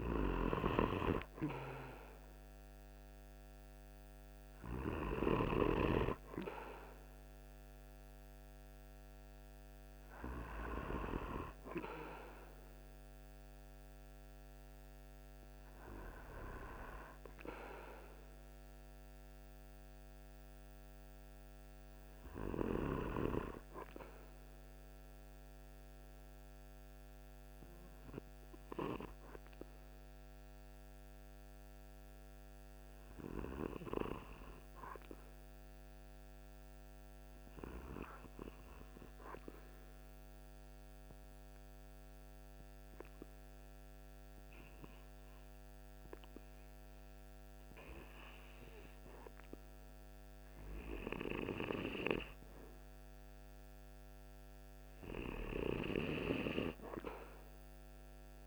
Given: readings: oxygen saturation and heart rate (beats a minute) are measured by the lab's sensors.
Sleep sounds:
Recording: breathing in sleep by a microphone on the trachea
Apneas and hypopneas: 1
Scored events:
0.00-17.00 s: oxygen desaturation (device-marked, oxygen 96% before, 93% lowest, heart rate 49 before, 48 extreme)
18.00-22.00 s: arousal
25.50-51.00 s: hypopnea (oxygen 96% before, 93% lowest, heart rate 50 before, 47 extreme, up 1 after)
53.50-57.00 s: arousal
From the record:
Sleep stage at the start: REM sleep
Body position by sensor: on the right side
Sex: male

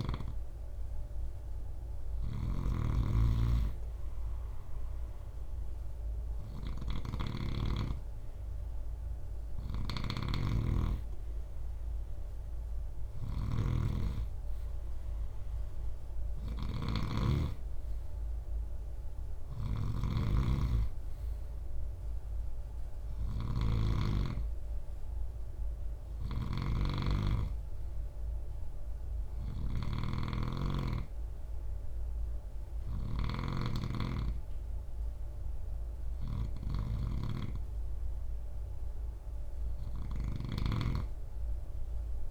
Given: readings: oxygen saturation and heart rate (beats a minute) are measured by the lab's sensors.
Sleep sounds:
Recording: breathing in sleep by a room microphone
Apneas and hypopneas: none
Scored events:
0.00-40.00 s: snoring (device-marked)
From the record:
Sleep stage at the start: N2 (light sleep)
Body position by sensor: on the right side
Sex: male

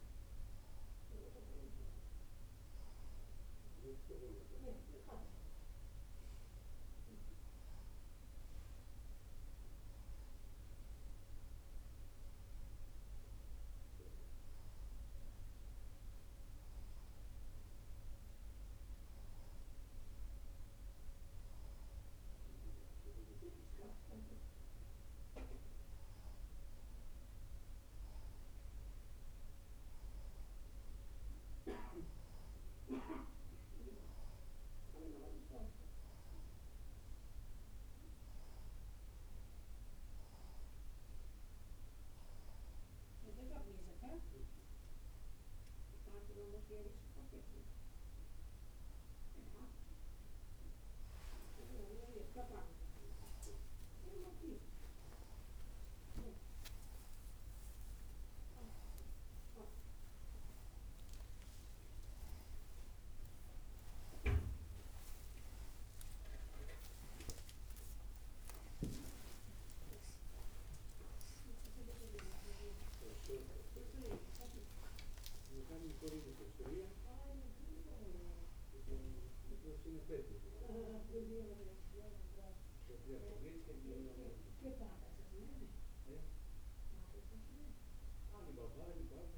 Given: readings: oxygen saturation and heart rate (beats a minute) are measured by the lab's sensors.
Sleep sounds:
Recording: a person awake in a sleep study, by a room microphone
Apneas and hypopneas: none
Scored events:
10.50-17.50 s: oxygen desaturation (device-marked, oxygen 98% before, 94% lowest, heart rate 97 before, 97 extreme)
71.50-77.50 s: tachycardia (device-marked, heart rate 99 before, 101 extreme)
From the record:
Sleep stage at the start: awake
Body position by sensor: on the right side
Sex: female

